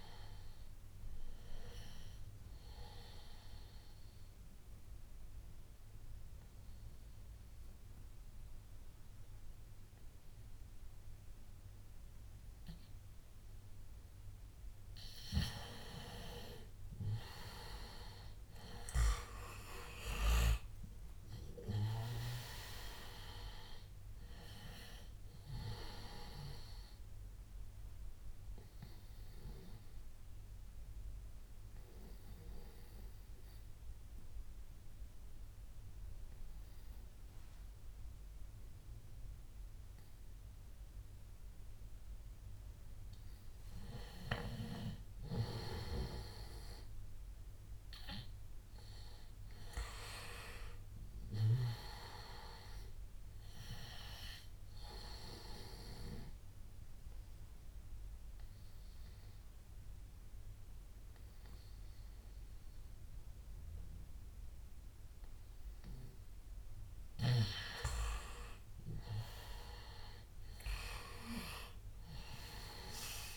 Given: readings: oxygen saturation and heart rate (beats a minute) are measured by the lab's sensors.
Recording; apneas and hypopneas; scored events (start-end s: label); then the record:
breathing in sleep by a room microphone; 3
0.00-2.00 s: oxygen desaturation (device-marked, oxygen 92% lowest, heart rate 74 extreme)
3.50-14.50 s: obstructive apnea (oxygen 96% before, 91% lowest, heart rate 86 before, 74 extreme, up 11 after)
16.50-21.00 s: arousal
21.00-39.00 s: oxygen desaturation (device-marked, oxygen 97% before, 91% lowest, heart rate 78 before, 74 extreme)
27.00-43.50 s: obstructive apnea (oxygen 97% before, 91% lowest, heart rate 79 before, 74 extreme, up 7 after)
45.00-49.00 s: arousal
55.50-67.00 s: obstructive apnea (oxygen 98% before, 92% lowest, heart rate 79 before, 77 extreme, up 7 after)
58.00-62.00 s: oxygen desaturation (device-marked, oxygen 98% before, 93% lowest, heart rate 80 before, 80 extreme)
68.50-73.00 s: arousal
From the record:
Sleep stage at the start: N2 (light sleep); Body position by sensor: on the back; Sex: male